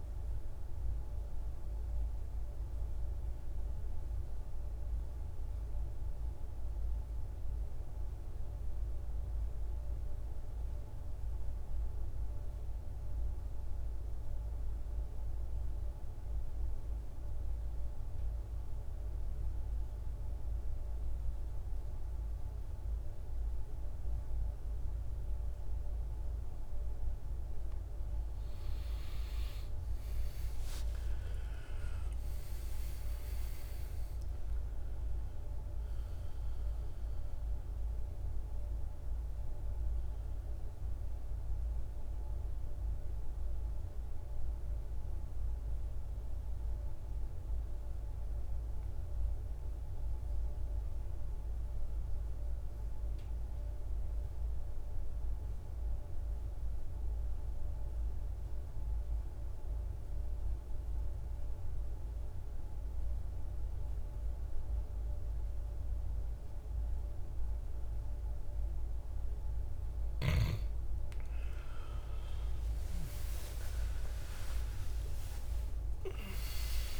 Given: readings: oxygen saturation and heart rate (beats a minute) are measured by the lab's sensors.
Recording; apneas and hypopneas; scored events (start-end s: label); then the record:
breathing in sleep, hard to hear, by a room microphone; 2
0.00-14.00 s: oxygen desaturation (device-marked, oxygen 87% lowest, heart rate 55 extreme)
2.50-26.50 s: mixed apnea (oxygen 99% before, 82% lowest, heart rate 63 before, 55 extreme, up 14 after)
26.00-55.00 s: oxygen desaturation (device-marked, oxygen 98% before, 82% lowest, heart rate 58 before, 55 extreme)
29.00-33.50 s: arousal
41.50-69.50 s: mixed apnea (oxygen 98% before, 82% lowest, heart rate 66 before, 55 extreme, up 14 after)
69.00-76.99 s: oxygen desaturation (device-marked, oxygen 98% before, 82% lowest, heart rate 59 before, 53 extreme)
From the record:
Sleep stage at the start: N2 (light sleep); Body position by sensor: on the back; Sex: male